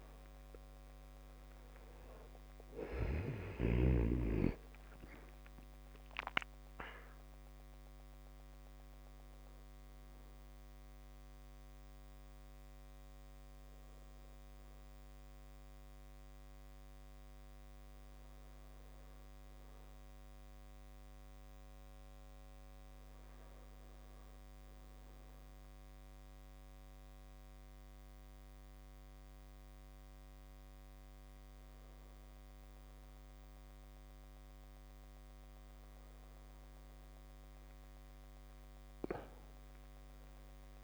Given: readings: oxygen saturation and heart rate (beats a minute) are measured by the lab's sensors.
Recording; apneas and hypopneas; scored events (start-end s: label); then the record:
a person awake in a sleep study, by a microphone on the trachea; none
none scored
From the record:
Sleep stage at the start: awake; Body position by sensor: on the back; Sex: male